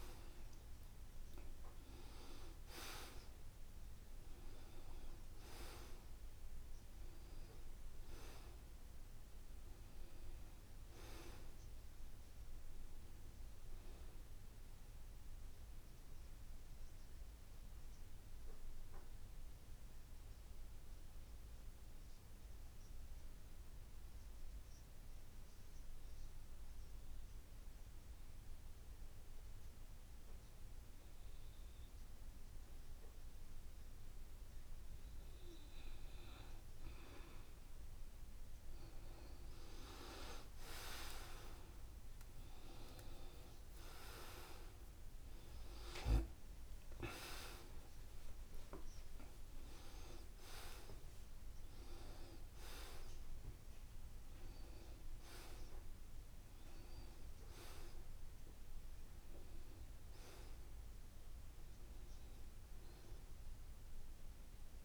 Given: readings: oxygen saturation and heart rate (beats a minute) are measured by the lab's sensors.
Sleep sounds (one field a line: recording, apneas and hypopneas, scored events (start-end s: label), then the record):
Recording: breathing in sleep by a room microphone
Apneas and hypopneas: 1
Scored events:
0.00-11.50 s: oxygen desaturation (device-marked, oxygen 86% lowest, heart rate 71 extreme)
10.50-13.00 s: arousal
14.50-35.00 s: mixed apnea (oxygen 94% before, 85% lowest, heart rate 79 before, 71 extreme, up 5 after)
33.50-61.50 s: oxygen desaturation (device-marked, oxygen 94% before, 85% lowest, heart rate 74 before, 70 extreme)
40.50-44.50 s: arousal
From the record:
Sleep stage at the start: N2 (light sleep)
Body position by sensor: on the back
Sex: male